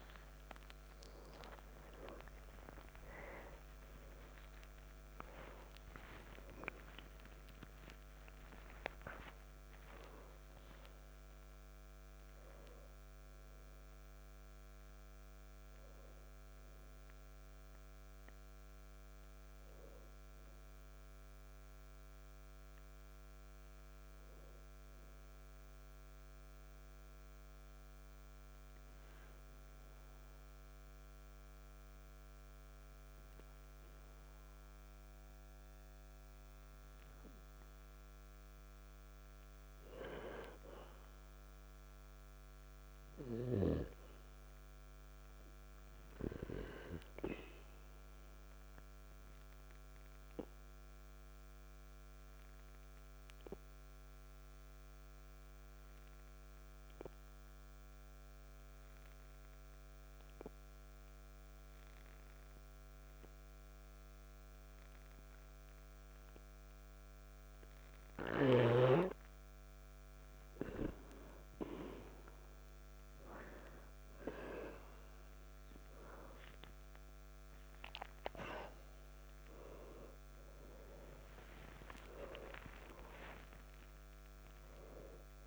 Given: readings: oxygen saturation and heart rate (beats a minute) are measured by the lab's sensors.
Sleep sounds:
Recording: breathing in sleep by a microphone on the trachea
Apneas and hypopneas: 1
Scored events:
0.00-5.00 s: arousal
1.00-18.00 s: oxygen desaturation (device-marked, oxygen 97% before, 92% lowest, heart rate 54 before, 54 extreme)
9.00-39.00 s: new sleep stage, N1 (lightest sleep)
39.00-85.47 s: new sleep stage, N2 (light sleep)
61.00-71.00 s: obstructive apnea (oxygen 98% before, 88% lowest, heart rate 54 before, 51 extreme, up 6 after)
72.50-76.50 s: arousal
78.00-85.47 s: oxygen desaturation (device-marked, oxygen 95% before, 92% lowest, heart rate 54 before, 55 extreme)
83.00-85.00 s: long interval between heartbeats (device-marked, heart rate 55 before, 71 extreme)
From the record:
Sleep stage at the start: N2 (light sleep)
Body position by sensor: on the back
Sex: male

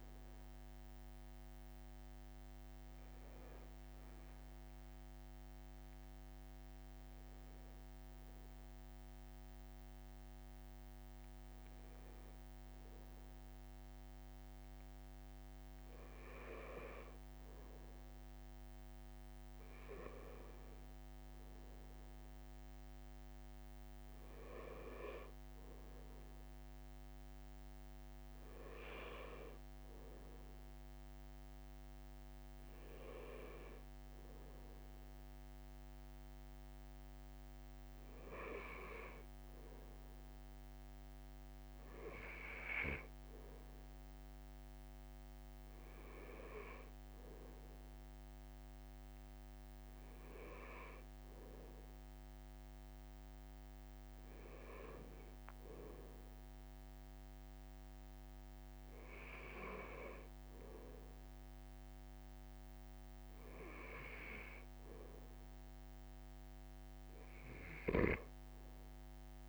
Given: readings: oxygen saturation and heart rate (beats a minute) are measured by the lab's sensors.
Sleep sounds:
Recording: a person partly awake in a sleep study, by a microphone on the trachea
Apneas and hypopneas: none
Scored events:
4.50-34.50 s: new sleep stage, N1 (lightest sleep)
34.50-69.49 s: new sleep stage, N2 (light sleep)
From the record:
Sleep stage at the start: awake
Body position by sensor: on the right side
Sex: male

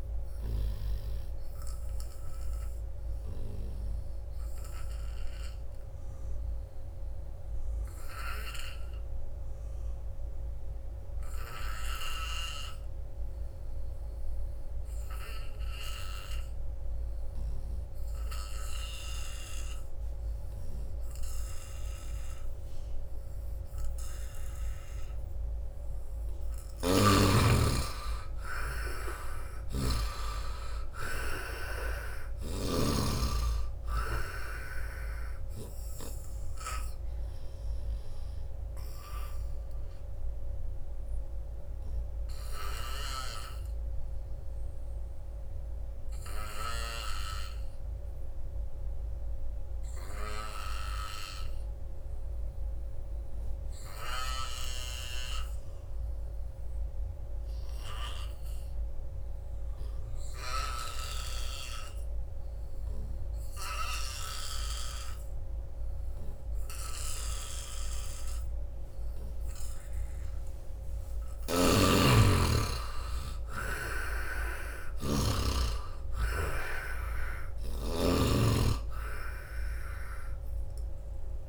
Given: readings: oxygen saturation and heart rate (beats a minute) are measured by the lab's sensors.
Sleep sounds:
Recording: breathing in sleep by a room microphone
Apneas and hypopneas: 2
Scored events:
0.00-12.50 s: oxygen desaturation (device-marked, oxygen 81% lowest, heart rate 78 extreme)
0.50-24.50 s: obstructive apnea (oxygen 98% before, 78% lowest, heart rate 82 before, 78 extreme, up 4 after)
22.50-46.50 s: oxygen desaturation (device-marked, oxygen 97% before, 78% lowest, heart rate 81 before, 75 extreme)
26.50-30.00 s: arousal
26.50-30.00 s: snoring (device-marked)
38.00-70.50 s: obstructive apnea (oxygen 97% before, 77% lowest, heart rate 81 before, 74 extreme, up 9 after)
60.50-81.49 s: oxygen desaturation (device-marked, oxygen 98% before, 77% lowest, heart rate 85 before, 74 extreme)
71.00-81.49 s: snoring (device-marked)
71.50-75.50 s: arousal
From the record:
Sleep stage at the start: N2 (light sleep)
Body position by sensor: on the front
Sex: male

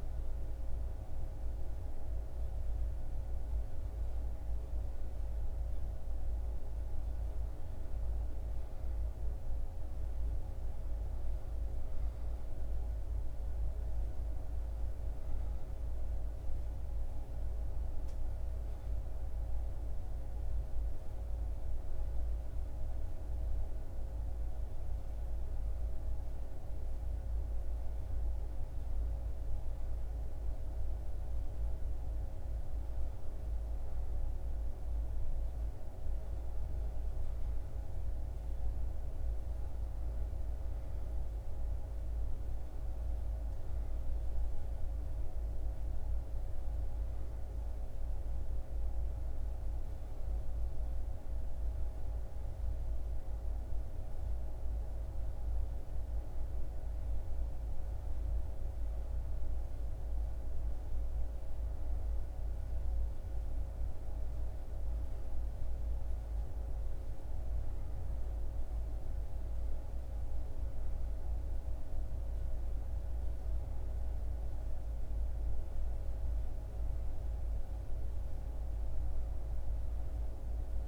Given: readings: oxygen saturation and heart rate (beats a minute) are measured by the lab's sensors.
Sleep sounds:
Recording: breathing in sleep, hard to hear, by a room microphone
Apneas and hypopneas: none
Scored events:
55.50-80.88 s: new sleep stage, N2 (light sleep)
From the record:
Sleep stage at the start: N1 (lightest sleep)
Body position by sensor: on the back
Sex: male

